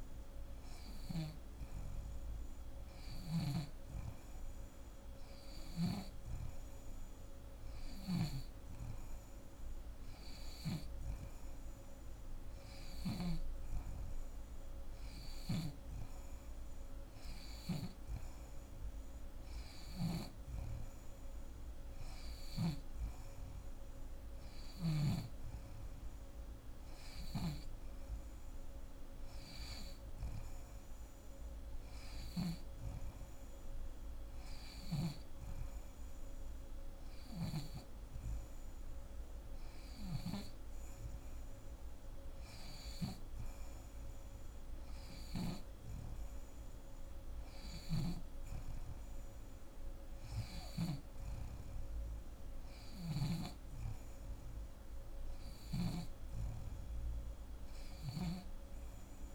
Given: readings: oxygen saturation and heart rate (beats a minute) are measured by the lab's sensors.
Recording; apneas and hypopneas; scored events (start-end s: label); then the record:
breathing in sleep by a room microphone; none
0.50-5.50 s: snoring (device-marked)
12.50-32.00 s: snoring (device-marked)
34.00-45.00 s: snoring (device-marked)
47.00-50.50 s: snoring (device-marked)
From the record:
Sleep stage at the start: N2 (light sleep); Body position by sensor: on the back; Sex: female